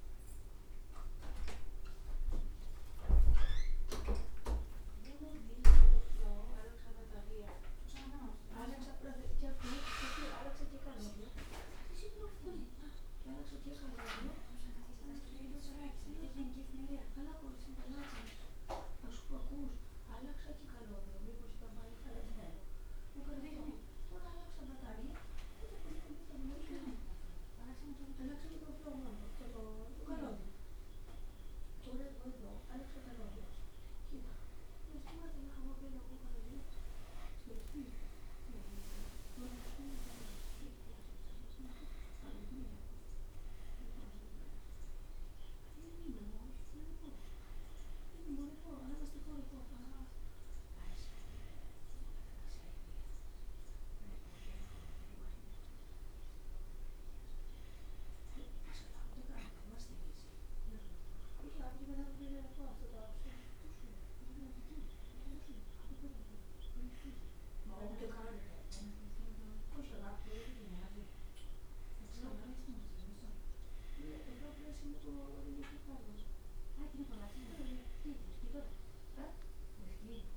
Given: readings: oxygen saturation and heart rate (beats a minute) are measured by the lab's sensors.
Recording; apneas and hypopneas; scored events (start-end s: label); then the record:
a person awake in a sleep study, by a room microphone; none
37.50-50.50 s: drop in pulse transit time (device-marked, heart rate 71 before, 73 extreme)
From the record:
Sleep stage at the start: awake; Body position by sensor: on the right side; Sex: male